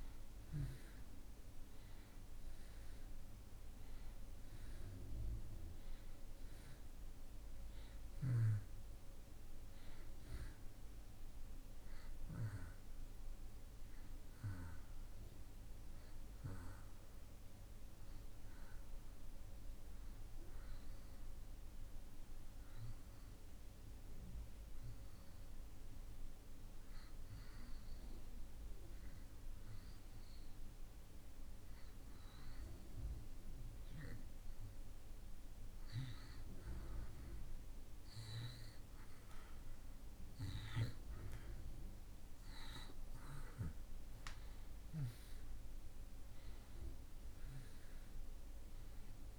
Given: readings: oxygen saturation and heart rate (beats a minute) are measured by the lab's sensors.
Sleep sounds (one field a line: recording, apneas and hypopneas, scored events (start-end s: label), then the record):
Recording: breathing in sleep by a room microphone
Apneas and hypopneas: 1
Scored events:
0.00-1.00 s: arousal
0.00-25.00 s: oxygen desaturation (device-marked, oxygen 92% before, 86% lowest)
16.50-37.50 s: hypopnea (oxygen 93% before, 86% lowest)
39.50-45.00 s: arousal
45.00-49.39 s: oxygen desaturation (device-marked, oxygen 93% before, 87% lowest)
From the record:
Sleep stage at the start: N2 (light sleep)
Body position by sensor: on the back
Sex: male